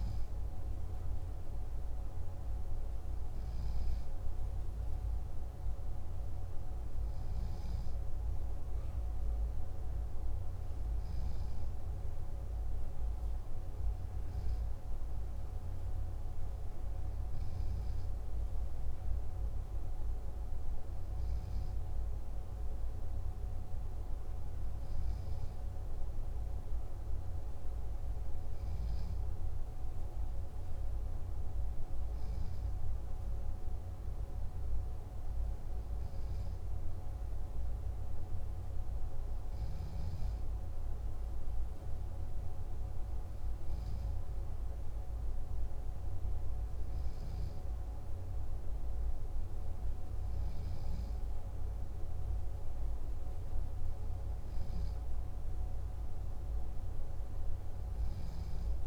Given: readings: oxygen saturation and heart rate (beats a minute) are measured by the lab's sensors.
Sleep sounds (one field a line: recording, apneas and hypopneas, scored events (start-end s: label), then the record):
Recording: breathing in sleep, hard to hear, by a room microphone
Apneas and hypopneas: none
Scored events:
none scored
From the record:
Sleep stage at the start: N3 (deep sleep)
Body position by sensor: on the left side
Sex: male